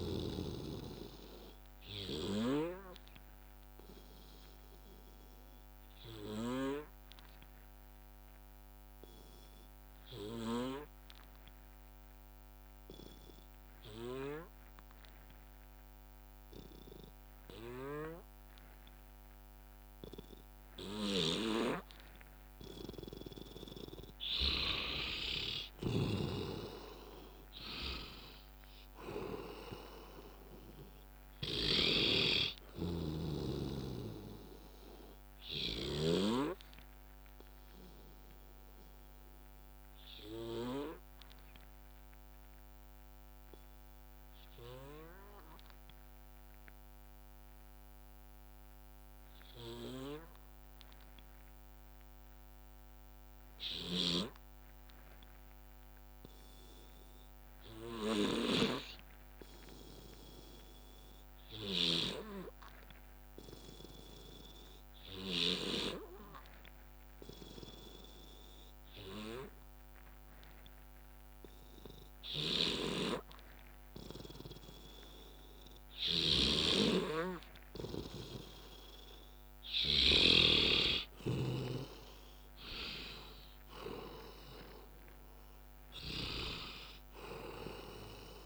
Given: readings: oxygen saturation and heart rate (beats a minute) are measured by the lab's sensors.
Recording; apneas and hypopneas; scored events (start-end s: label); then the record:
breathing in sleep by a microphone on the trachea; 2
0.00-3.50 s: drop in pulse transit time (device-marked, heart rate 68 extreme)
3.50-24.50 s: obstructive apnea (oxygen 92% before, 89% lowest, heart rate 68 before, 56 extreme, up 9 after)
21.00-36.00 s: snoring (device-marked)
25.50-48.50 s: oxygen desaturation (device-marked, oxygen 97% before, 89% lowest, heart rate 65 before, 56 extreme)
26.50-30.00 s: arousal
35.50-42.50 s: bradycardia (device-marked, heart rate 64 before, 56 extreme)
37.00-75.50 s: obstructive apnea (oxygen 97% before, 88% lowest, heart rate 68 before, 57 extreme, up 8 after)
44.50-46.50 s: bradycardia (device-marked, heart rate 64 before, 58 extreme)
53.50-58.50 s: snoring (device-marked)
59.50-88.46 s: oxygen desaturation (device-marked, oxygen 99% before, 88% lowest, heart rate 61 before, 57 extreme)
61.50-64.50 s: bradycardia (device-marked, heart rate 64 before, 60 extreme)
76.00-80.50 s: snoring (device-marked)
79.50-88.46 s: drop in pulse transit time (device-marked, heart rate 62 before, 62 extreme)
80.00-83.50 s: arousal
From the record:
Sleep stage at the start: N2 (light sleep); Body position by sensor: on the back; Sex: male